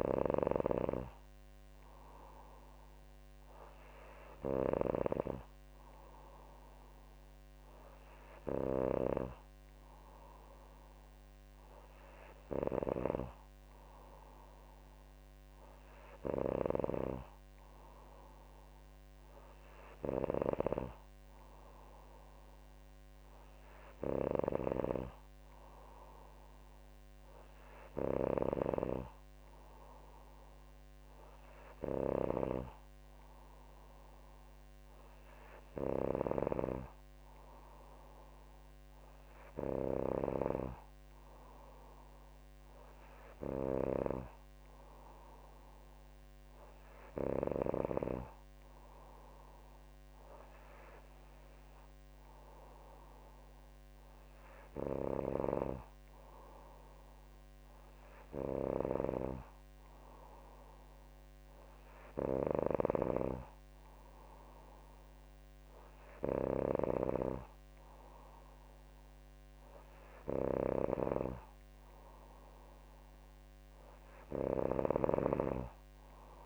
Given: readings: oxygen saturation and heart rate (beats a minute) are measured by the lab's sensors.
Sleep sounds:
breathing in sleep by a microphone on the trachea; none
none scored
From the record:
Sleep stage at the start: N3 (deep sleep); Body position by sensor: on the back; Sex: female

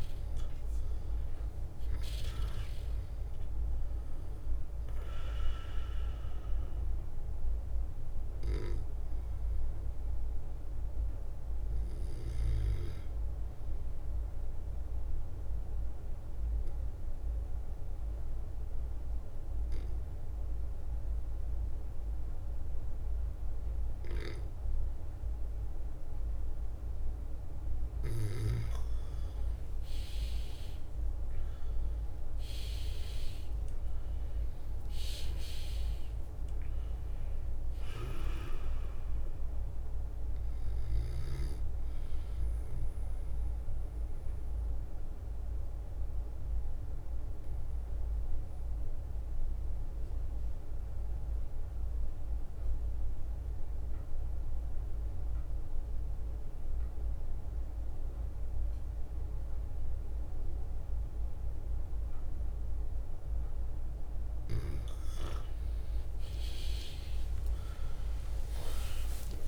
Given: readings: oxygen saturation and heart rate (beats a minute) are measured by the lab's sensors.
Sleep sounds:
breathing in sleep by a room microphone; 2
0.00-3.00 s: leg movement (device-marked)
0.50-19.50 s: oxygen desaturation (device-marked, oxygen 99% before, 95% lowest, heart rate 57 before, 55 extreme)
7.50-29.50 s: bradycardia (device-marked, heart rate 60 before, 55 extreme)
10.50-17.50 s: leg movement (device-marked)
12.50-31.50 s: drop in pulse transit time (device-marked, heart rate 60 before, 55 extreme)
14.50-27.00 s: obstructive apnea (oxygen 99% before, 92% lowest, heart rate 60 before, 56 extreme, up 10 after)
19.50-26.00 s: leg movement (device-marked)
27.00-33.00 s: leg movement (device-marked)
29.50-33.00 s: arousal
32.50-50.50 s: oxygen desaturation (device-marked, oxygen 98% before, 93% lowest, heart rate 56 before, 56 extreme)
36.00-42.50 s: leg movement (device-marked)
40.50-64.50 s: bradycardia (device-marked, heart rate 60 before, 56 extreme)
44.00-63.00 s: obstructive apnea (oxygen 99% before, 92% lowest, heart rate 61 before, 54 extreme, up 37 after)
44.50-51.00 s: leg movement (device-marked)
47.50-58.50 s: drop in pulse transit time (device-marked, heart rate 61 before, 56 extreme)
51.50-56.50 s: leg movement (device-marked)
57.00-62.00 s: leg movement (device-marked)
63.50-69.48 s: oxygen desaturation (device-marked, oxygen 99% before, 92% lowest, heart rate 56 before, 52 extreme)
66.50-69.48 s: arousal
66.50-69.48 s: leg movement (device-marked)
From the record:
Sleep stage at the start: N2 (light sleep); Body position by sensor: on the back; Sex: male

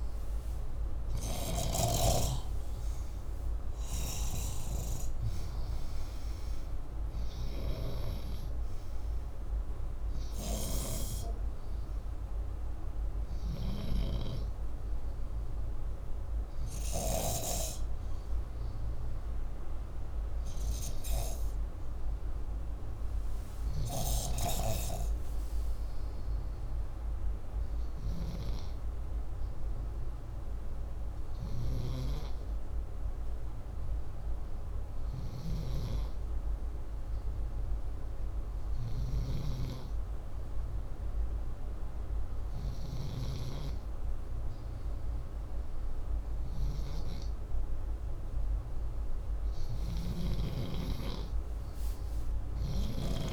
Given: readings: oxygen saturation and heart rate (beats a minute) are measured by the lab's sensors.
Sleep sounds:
breathing in sleep by a room microphone; 1
0.00-4.50 s: oxygen desaturation (device-marked, oxygen 93% lowest, heart rate 61 extreme)
17.00-21.00 s: arousal
29.00-47.50 s: hypopnea (oxygen 94% before, 93% lowest, heart rate 64 before, 59 extreme, up 7 after)
48.50-53.32 s: oxygen desaturation (device-marked, oxygen 97% before, 93% lowest, heart rate 61 before, 36 extreme)
From the record:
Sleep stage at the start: N2 (light sleep); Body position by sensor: upright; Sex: male

